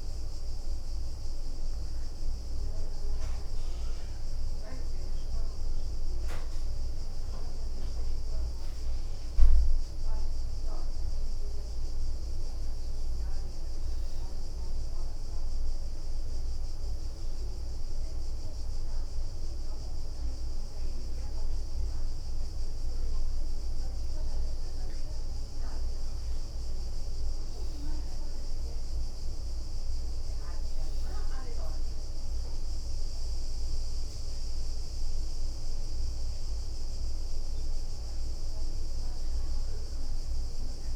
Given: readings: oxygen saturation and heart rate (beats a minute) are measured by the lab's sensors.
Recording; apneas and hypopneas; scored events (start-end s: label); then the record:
a person partly awake in a sleep study, hard to hear, by a room microphone; none
2.50-6.50 s: leg movement (device-marked)
6.50-40.95 s: new sleep stage, N1 (lightest sleep)
8.50-11.50 s: leg movement (device-marked)
31.00-34.00 s: leg movement (device-marked)
35.50-37.50 s: leg movement (device-marked)
From the record:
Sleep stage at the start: awake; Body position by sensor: on the back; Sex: female